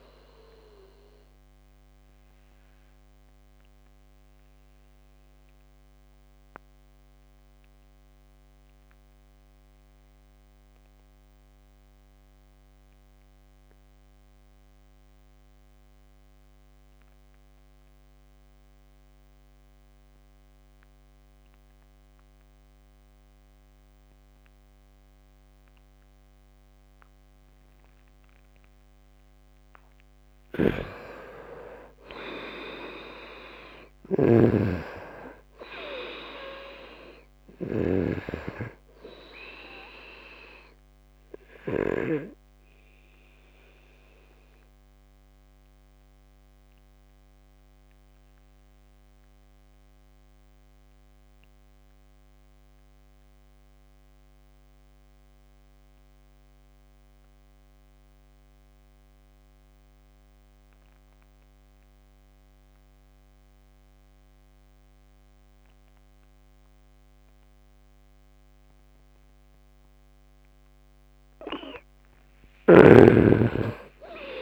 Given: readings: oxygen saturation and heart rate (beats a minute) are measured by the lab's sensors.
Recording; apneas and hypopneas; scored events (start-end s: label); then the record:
breathing in sleep by a microphone on the trachea; 2
0.00-12.50 s: oxygen desaturation (device-marked, oxygen 87% lowest, heart rate 68 extreme)
2.50-29.00 s: obstructive apnea (oxygen 98% before, 87% lowest, heart rate 76 before, 68 extreme, up 6 after)
29.50-54.50 s: oxygen desaturation (device-marked, oxygen 98% before, 87% lowest, heart rate 74 before, 63 extreme)
31.50-35.50 s: arousal
33.50-37.50 s: snoring (device-marked)
43.50-70.00 s: obstructive apnea (oxygen 98% before, 87% lowest, heart rate 74 before, 63 extreme, up 1 after)
69.50-74.42 s: oxygen desaturation (device-marked, oxygen 98% before, 88% lowest, heart rate 73 before, 35 extreme)
72.00-74.42 s: snoring (device-marked)
73.00-74.42 s: arousal
From the record:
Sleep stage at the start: N2 (light sleep); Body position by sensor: on the right side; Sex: male